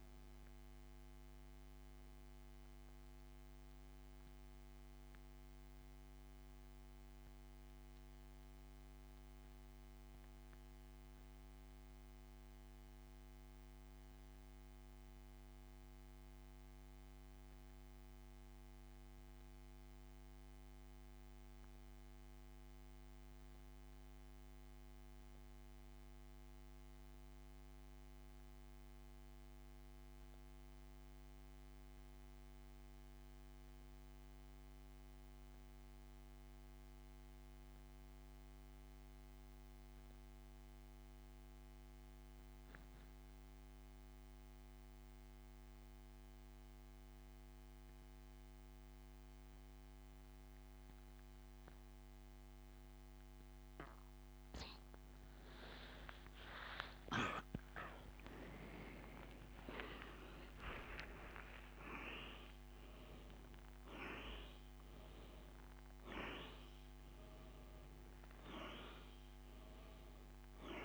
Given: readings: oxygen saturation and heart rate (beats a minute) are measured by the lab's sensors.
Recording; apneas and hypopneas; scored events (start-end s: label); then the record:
breathing in sleep by a microphone on the trachea; 1
8.50-53.50 s: mixed apnea (oxygen 97% before, 82% lowest)
18.00-43.00 s: oxygen desaturation (device-marked, oxygen 93% before, 85% lowest, heart rate 44 before, 38 extreme)
56.50-60.50 s: arousal
61.00-70.85 s: oxygen desaturation (device-marked, oxygen 98% before, 91% lowest)
From the record:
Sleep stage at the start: N2 (light sleep); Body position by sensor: on the back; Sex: male